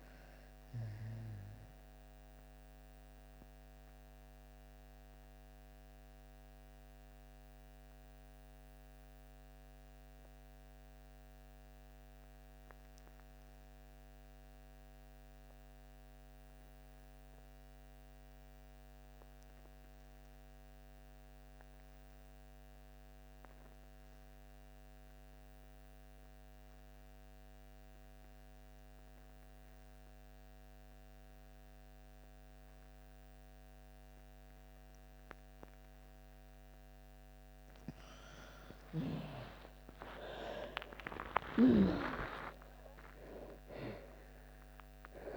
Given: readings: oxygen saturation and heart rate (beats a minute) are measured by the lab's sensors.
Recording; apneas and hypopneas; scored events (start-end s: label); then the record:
breathing in sleep by a microphone on the trachea; 1
0.00-18.50 s: oxygen desaturation (device-marked, oxygen 69% lowest)
0.50-36.50 s: mixed apnea (oxygen 99% before, 69% lowest)
27.50-45.37 s: oxygen desaturation (device-marked, oxygen 99% before, 71% lowest)
38.00-44.00 s: arousal
From the record:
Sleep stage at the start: REM sleep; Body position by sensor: on the back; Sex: female